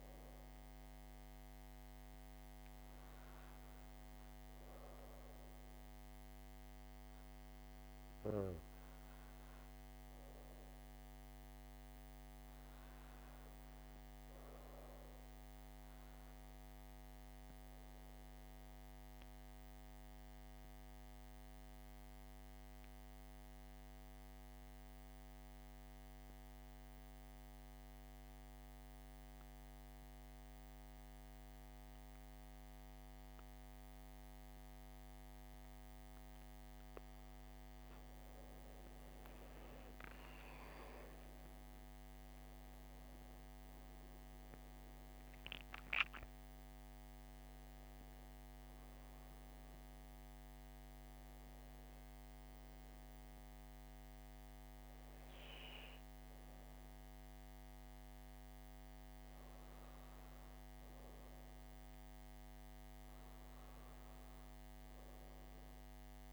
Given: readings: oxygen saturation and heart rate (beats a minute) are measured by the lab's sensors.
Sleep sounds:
breathing in sleep, hard to hear, by a microphone on the trachea; 1
19.50-38.00 s: obstructive apnea (oxygen 99% before, 95% lowest, heart rate 66 before, 63 extreme, up 9 after)
39.50-44.50 s: arousal
From the record:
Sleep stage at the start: N2 (light sleep); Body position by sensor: on the back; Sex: female

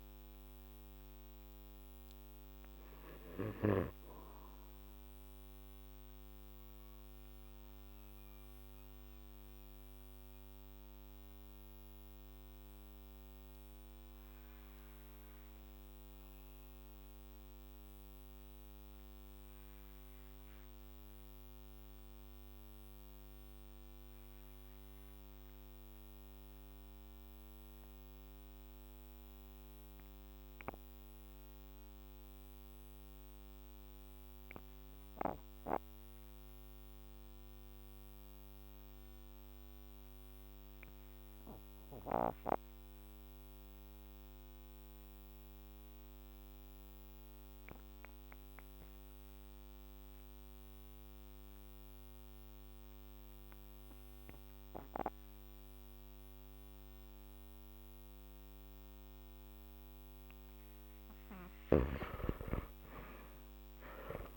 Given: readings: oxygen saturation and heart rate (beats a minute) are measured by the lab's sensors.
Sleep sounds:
breathing in sleep by a microphone on the trachea; 1
5.00-59.50 s: mixed apnea (oxygen 99% before, 77% lowest, heart rate 55 before, 43 extreme, up 15 after)
19.00-34.00 s: oxygen desaturation (device-marked, oxygen 97% before, 89% lowest, heart rate 52 before, 44 extreme)
53.00-64.37 s: oxygen desaturation (device-marked, oxygen 97% before, 91% lowest, heart rate 48 before, 43 extreme)
63.00-64.37 s: arousal
From the record:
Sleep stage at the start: N2 (light sleep); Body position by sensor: on the back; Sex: male

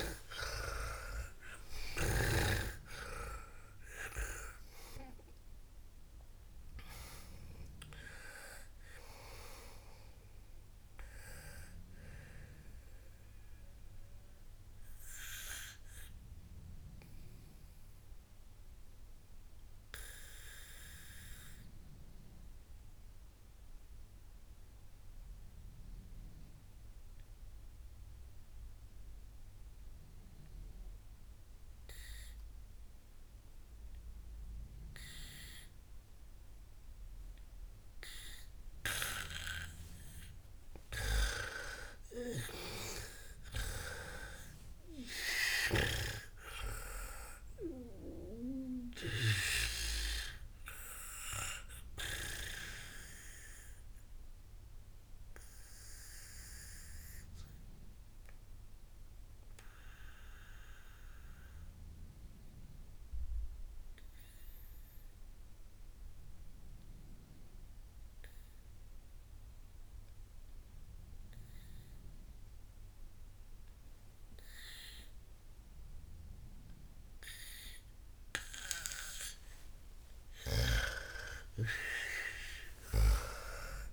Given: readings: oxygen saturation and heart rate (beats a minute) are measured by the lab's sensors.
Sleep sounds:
breathing in sleep by a room microphone; 2
0.00-2.00 s: arousal
0.00-3.00 s: snoring (device-marked)
0.00-25.00 s: oxygen desaturation (device-marked, oxygen 89% lowest, heart rate 54 extreme)
16.50-40.50 s: obstructive apnea (oxygen 98% before, 89% lowest, heart rate 96 before, 54 extreme, up 38 after)
41.50-45.00 s: arousal
43.00-50.00 s: snoring (device-marked)
44.00-65.00 s: oxygen desaturation (device-marked, oxygen 98% before, 93% lowest, heart rate 62 before, 54 extreme)
54.00-79.50 s: obstructive apnea (oxygen 98% before, 92% lowest, heart rate 72 before, 54 extreme)
81.00-83.93 s: arousal
From the record:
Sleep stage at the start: N2 (light sleep); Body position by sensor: on the back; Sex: female

